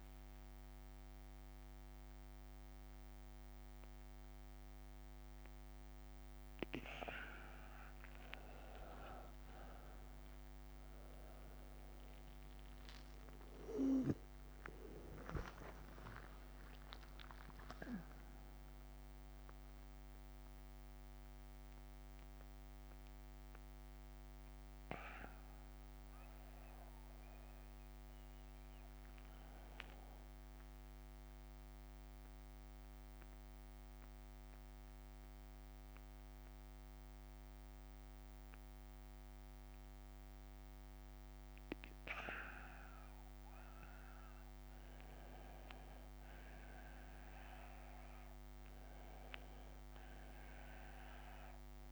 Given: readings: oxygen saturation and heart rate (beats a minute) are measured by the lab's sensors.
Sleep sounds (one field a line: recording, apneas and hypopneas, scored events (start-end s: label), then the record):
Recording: a person awake in a sleep study, by a microphone on the trachea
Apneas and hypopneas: none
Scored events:
5.50-7.50 s: long interval between heartbeats (device-marked)
19.00-36.00 s: oxygen desaturation (device-marked, oxygen 95% before, 92% lowest)
From the record:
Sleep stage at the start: awake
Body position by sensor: on the right side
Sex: male